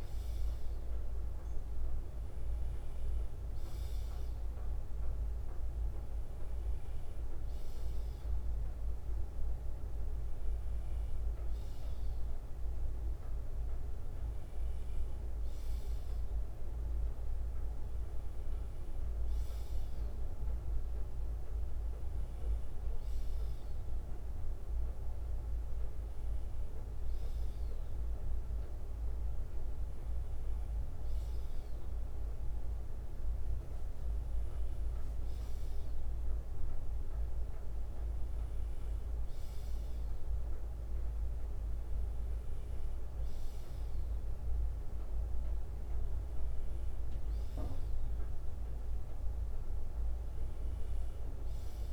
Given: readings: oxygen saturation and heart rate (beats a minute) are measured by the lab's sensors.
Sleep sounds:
breathing in sleep, hard to hear, by a room microphone; none
26.50-32.50 s: bradycardia (device-marked, heart rate 61 before, 59 extreme)
46.50-49.50 s: bradycardia (device-marked, heart rate 61 before, 57 extreme)
50.50-51.93 s: bradycardia (device-marked, heart rate 61 before, 59 extreme)
From the record:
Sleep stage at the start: N2 (light sleep); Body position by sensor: on the left side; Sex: male

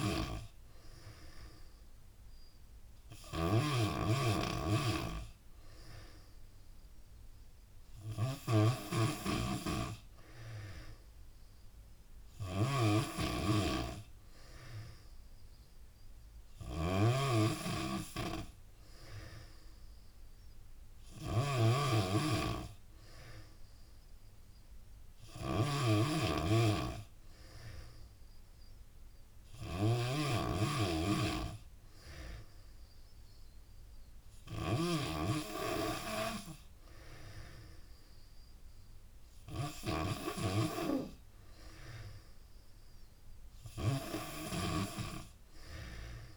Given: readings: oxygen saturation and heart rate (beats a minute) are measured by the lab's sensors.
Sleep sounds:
breathing in sleep by a room microphone; none
0.00-46.37 s: snoring (device-marked)
1.50-3.50 s: long interval between heartbeats (device-marked, heart rate 88 before, 84 extreme)
18.00-20.00 s: long interval between heartbeats (device-marked, heart rate 83 before, 79 extreme)
20.00-28.00 s: bradycardia (device-marked, heart rate 92 before, 48 extreme)
21.50-23.50 s: long interval between heartbeats (device-marked, heart rate 83 before, 68 extreme)
27.50-29.50 s: long interval between heartbeats (device-marked, heart rate 77 before, 59 extreme)
31.00-33.00 s: bradycardia (device-marked, heart rate 91 before, 69 extreme)
32.50-34.50 s: long interval between heartbeats (device-marked, heart rate 72 before, 69 extreme)
37.00-39.00 s: long interval between heartbeats (device-marked, heart rate 65 before, 69 extreme)
39.00-41.00 s: long interval between heartbeats (device-marked, heart rate 63 before, 70 extreme)
40.00-46.37 s: bradycardia (device-marked)
44.00-46.00 s: long interval between heartbeats (device-marked, heart rate 62 before, 40 extreme)
From the record:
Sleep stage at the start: N3 (deep sleep); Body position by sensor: on the back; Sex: female

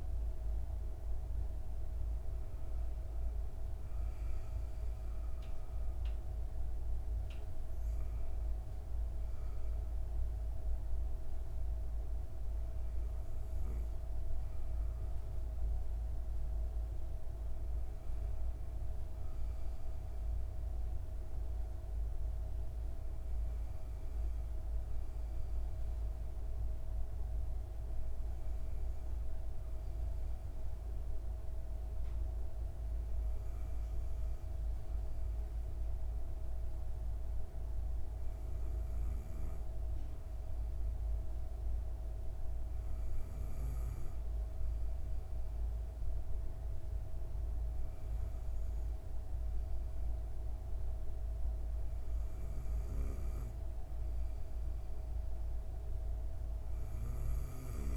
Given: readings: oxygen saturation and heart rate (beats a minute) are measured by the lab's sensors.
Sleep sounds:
breathing in sleep, hard to hear, by a room microphone; none
none scored
From the record:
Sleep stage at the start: N2 (light sleep); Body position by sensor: on the back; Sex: female

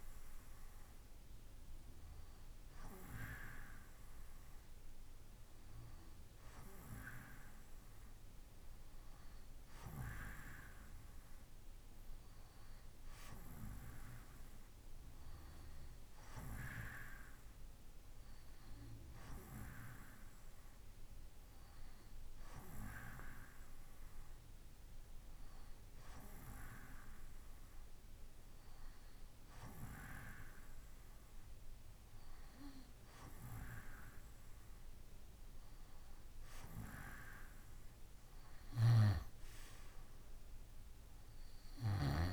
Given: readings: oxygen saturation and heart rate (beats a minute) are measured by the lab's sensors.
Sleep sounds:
breathing in sleep by a room microphone; none
38.00-42.33 s: snoring (device-marked)
From the record:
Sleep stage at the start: N2 (light sleep); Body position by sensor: on the right side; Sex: male

